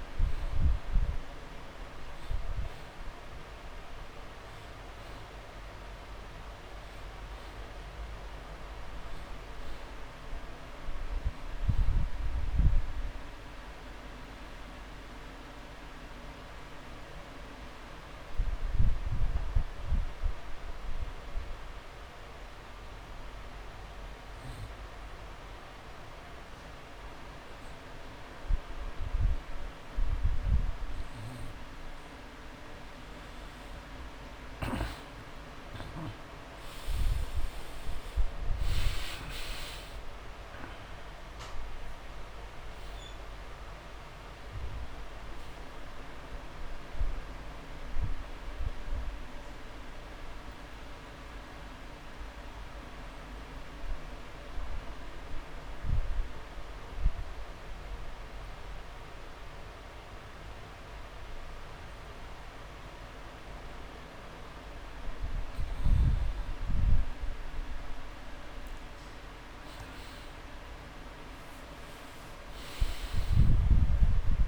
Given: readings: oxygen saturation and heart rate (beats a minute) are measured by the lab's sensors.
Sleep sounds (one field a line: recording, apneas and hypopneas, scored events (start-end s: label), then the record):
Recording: breathing in sleep, hard to hear, by a room microphone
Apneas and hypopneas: 2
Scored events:
0.00-10.00 s: oxygen desaturation (device-marked, oxygen 90% lowest)
12.50-14.50 s: long interval between heartbeats (device-marked)
13.00-16.00 s: arousal
20.00-32.50 s: obstructive apnea (oxygen 98% before, 92% lowest)
36.00-40.00 s: arousal
40.00-51.00 s: oxygen desaturation (device-marked, oxygen 97% before, 94% lowest)
51.00-66.00 s: central apnea (oxygen 98% before, 92% lowest)
58.00-74.00 s: oxygen desaturation (device-marked, oxygen 95% before, 92% lowest)
73.00-74.48 s: arousal
From the record:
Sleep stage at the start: N2 (light sleep)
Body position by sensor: on the back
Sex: male